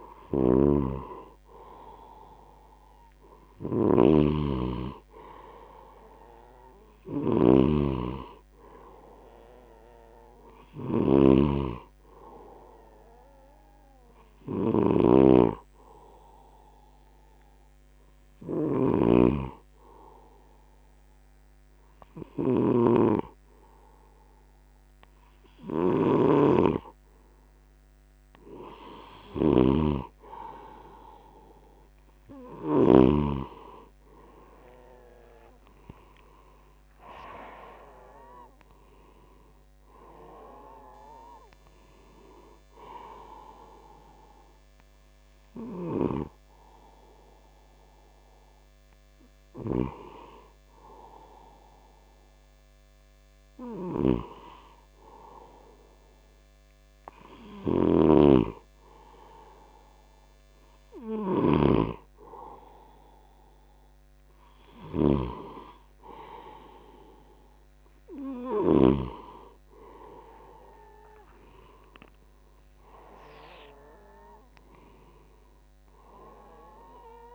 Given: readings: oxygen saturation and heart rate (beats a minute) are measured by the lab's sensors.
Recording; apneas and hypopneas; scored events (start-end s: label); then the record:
breathing in sleep by a microphone on the trachea; 2
0.00-33.00 s: snoring (device-marked)
7.50-11.00 s: arousal
8.00-20.00 s: oxygen desaturation (device-marked, oxygen 95% before, 92% lowest, heart rate 80 before, 73 extreme)
16.50-28.00 s: hypopnea (oxygen 95% before, 91% lowest, heart rate 80 before, 73 extreme, up 2 after)
34.00-39.00 s: arousal
38.00-54.00 s: oxygen desaturation (device-marked, oxygen 95% before, 91% lowest, heart rate 78 before, 72 extreme)
44.00-55.50 s: hypopnea (oxygen 95% before, 89% lowest, heart rate 77 before, 72 extreme, up 6 after)
45.50-69.00 s: snoring (device-marked)
58.50-62.00 s: arousal
62.00-77.34 s: oxygen desaturation (device-marked, oxygen 97% before, 94% lowest, heart rate 79 before, 68 extreme)
From the record:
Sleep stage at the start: N2 (light sleep); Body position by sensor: on the left side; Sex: male